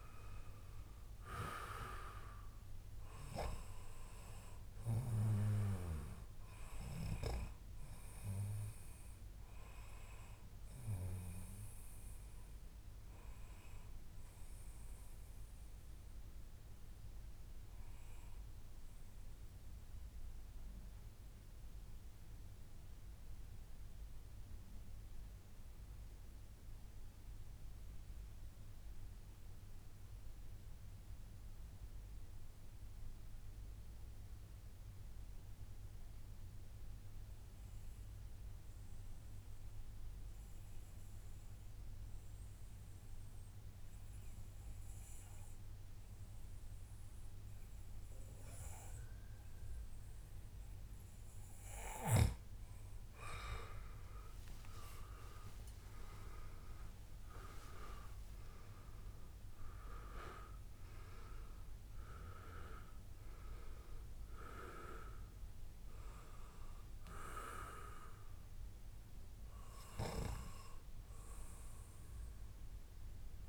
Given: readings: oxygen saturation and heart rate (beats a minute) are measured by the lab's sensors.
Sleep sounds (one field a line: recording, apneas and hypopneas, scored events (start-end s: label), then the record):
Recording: breathing in sleep by a room microphone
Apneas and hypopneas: 1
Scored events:
6.50-14.50 s: oxygen desaturation (device-marked, oxygen 96% before, 93% lowest, heart rate 140 before, 97 extreme)
10.50-12.50 s: long interval between heartbeats (device-marked, heart rate 140 before, 131 extreme)
13.00-15.00 s: long interval between heartbeats (device-marked, heart rate 140 before, 113 extreme)
13.50-52.00 s: mixed apnea (oxygen 98% before, 91% lowest, heart rate 139 before, 73 extreme, up 58 after)
16.50-18.50 s: long interval between heartbeats (device-marked, heart rate 134 before, 99 extreme)
22.50-24.50 s: long interval between heartbeats (device-marked, heart rate 125 before, 108 extreme)
45.50-73.49 s: oxygen desaturation (device-marked, oxygen 98% before, 91% lowest, heart rate 102 before, 83 extreme)
53.50-57.00 s: arousal
From the record:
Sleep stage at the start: N2 (light sleep)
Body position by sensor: on the back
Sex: male